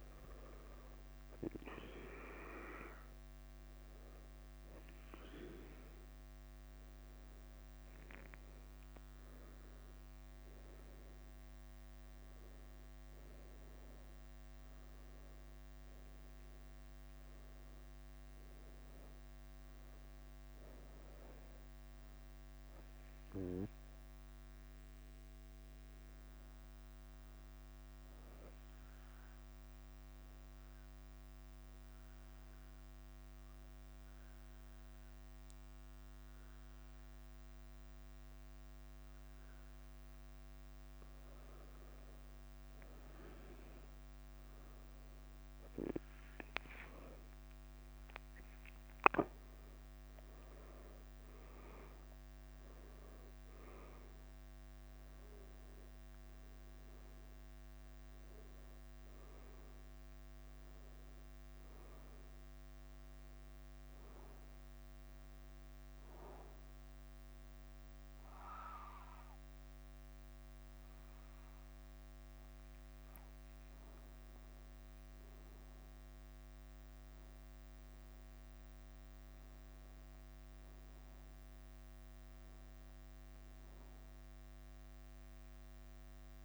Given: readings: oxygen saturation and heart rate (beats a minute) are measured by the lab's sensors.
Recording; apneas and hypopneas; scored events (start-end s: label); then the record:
breathing in sleep by a microphone on the trachea; 1
0.00-50.00 s: bradycardia (device-marked, heart rate 45 extreme)
6.00-86.45 s: new sleep stage, N1 (lightest sleep)
22.50-26.00 s: arousal
28.50-42.00 s: obstructive apnea (oxygen 98% before, 96% lowest, heart rate 57 before, 48 extreme, up 4 after)
45.50-50.00 s: arousal
59.00-86.45 s: bradycardia (device-marked, heart rate 52 before, 44 extreme)
82.50-86.45 s: arousal
From the record:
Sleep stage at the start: N2 (light sleep); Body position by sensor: on the back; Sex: male